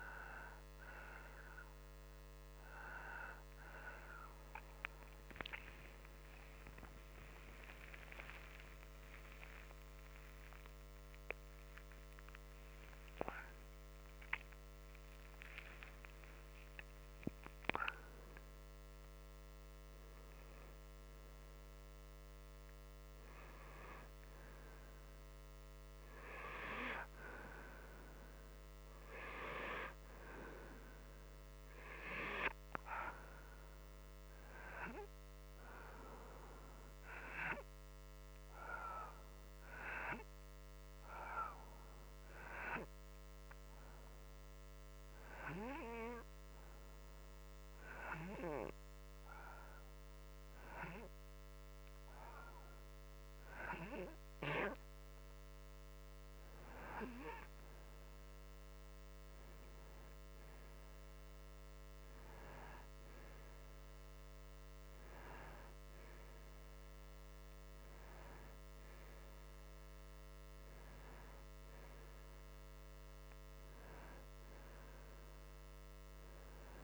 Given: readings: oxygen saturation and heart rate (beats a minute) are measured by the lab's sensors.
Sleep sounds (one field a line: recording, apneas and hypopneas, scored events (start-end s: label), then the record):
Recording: breathing in sleep by a microphone on the trachea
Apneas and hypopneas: 1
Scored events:
8.00-12.50 s: arousal
35.00-54.50 s: hypopnea (oxygen 98% before, 89% lowest, heart rate 38 before, 31 extreme, up 1 after)
57.00-62.00 s: arousal
From the record:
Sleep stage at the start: N2 (light sleep)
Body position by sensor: on the right side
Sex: male